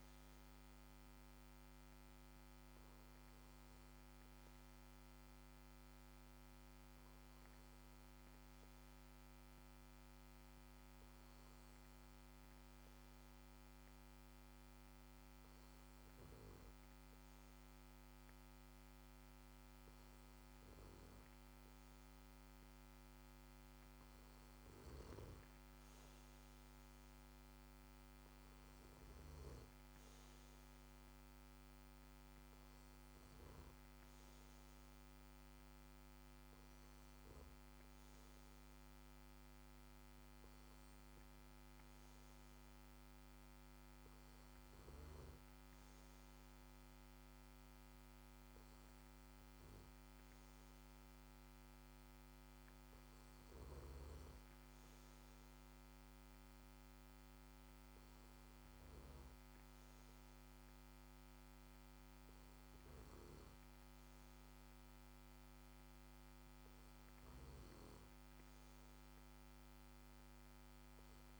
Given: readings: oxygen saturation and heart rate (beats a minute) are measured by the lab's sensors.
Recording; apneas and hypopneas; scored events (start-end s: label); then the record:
breathing in sleep, hard to hear, by a microphone on the trachea; none
none scored
From the record:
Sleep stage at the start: N2 (light sleep); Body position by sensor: on the back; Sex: male